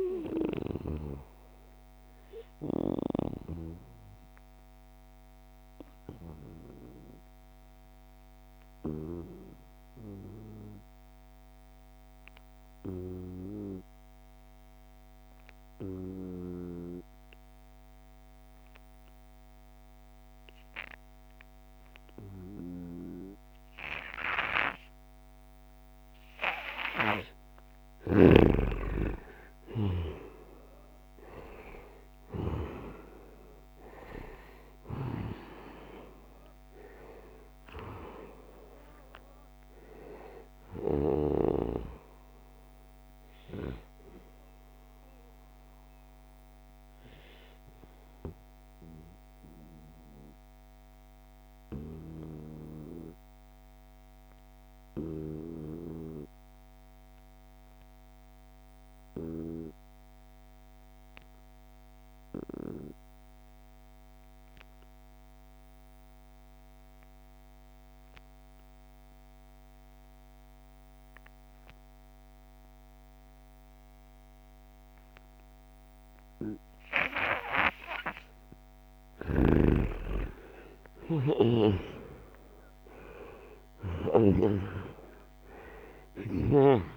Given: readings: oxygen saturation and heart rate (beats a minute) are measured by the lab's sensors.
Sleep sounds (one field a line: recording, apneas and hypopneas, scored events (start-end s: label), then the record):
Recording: breathing in sleep by a microphone on the trachea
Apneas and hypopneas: 2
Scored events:
4.50-26.50 s: obstructive apnea (oxygen 96% before, 89% lowest, heart rate 79 before, 65 extreme, up 8 after)
23.00-44.00 s: oxygen desaturation (device-marked, oxygen 95% before, 89% lowest, heart rate 70 before, 66 extreme)
28.00-32.50 s: arousal
44.50-78.00 s: obstructive apnea (oxygen 95% before, 88% lowest, heart rate 74 before, 65 extreme, up 31 after)
73.00-86.96 s: oxygen desaturation (device-marked, oxygen 97% before, 88% lowest, heart rate 69 before, 66 extreme)
78.50-84.00 s: snoring (device-marked)
79.50-86.00 s: arousal
81.50-83.50 s: long interval between heartbeats (device-marked, heart rate 67 before, 75 extreme)
83.50-85.50 s: long interval between heartbeats (device-marked, heart rate 67 before, 89 extreme)
From the record:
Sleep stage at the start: N2 (light sleep)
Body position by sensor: on the right side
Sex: male